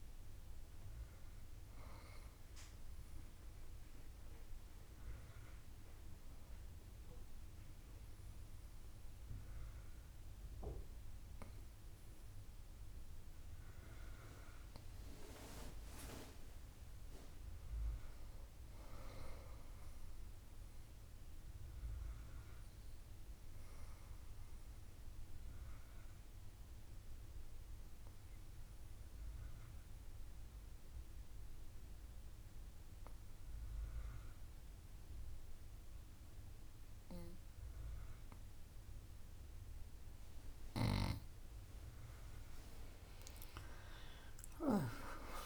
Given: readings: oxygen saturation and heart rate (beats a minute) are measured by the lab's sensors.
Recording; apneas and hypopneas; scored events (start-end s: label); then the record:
breathing in sleep by a room microphone; 2
6.00-16.50 s: obstructive apnea (oxygen 99% before, 93% lowest, heart rate 84 before, 58 extreme, up 30 after)
18.00-21.00 s: arousal
25.00-41.00 s: obstructive apnea (oxygen 99% before, 93% lowest, heart rate 71 before, 58 extreme, up 11 after)
43.50-45.46 s: arousal
From the record:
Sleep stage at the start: N2 (light sleep); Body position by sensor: on the back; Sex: female